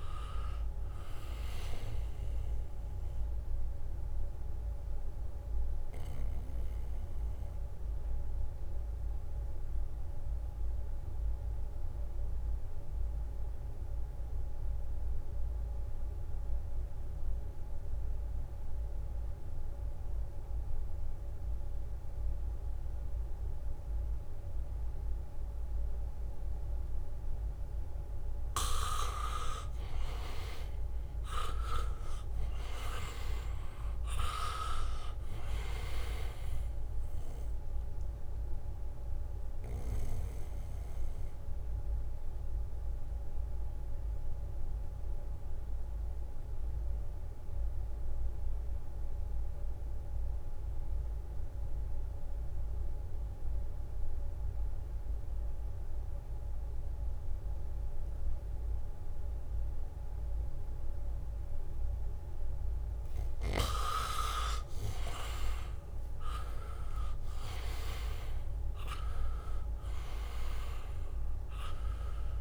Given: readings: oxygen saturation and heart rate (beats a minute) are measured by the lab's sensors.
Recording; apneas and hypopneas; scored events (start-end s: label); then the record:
breathing in sleep by a room microphone; 2
0.00-19.50 s: oxygen desaturation (device-marked, oxygen 84% lowest, heart rate 65 extreme)
4.00-26.00 s: mixed apnea (oxygen 99% before, 81% lowest, heart rate 69 before, 68 extreme)
21.50-54.50 s: oxygen desaturation (device-marked, oxygen 99% before, 81% lowest, heart rate 73 before, 65 extreme)
22.50-24.50 s: leg movement (device-marked)
29.00-31.00 s: leg movement (device-marked)
29.50-34.00 s: arousal
31.50-40.00 s: leg movement (device-marked)
37.50-62.00 s: obstructive apnea (oxygen 99% before, 80% lowest, heart rate 71 before, 65 extreme, up 0 after)
61.50-70.50 s: leg movement (device-marked)
63.50-67.50 s: arousal
63.50-72.41 s: oxygen desaturation (device-marked, oxygen 99% before, 80% lowest, heart rate 74 before, 63 extreme)
From the record:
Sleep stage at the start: N2 (light sleep); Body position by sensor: on the back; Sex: male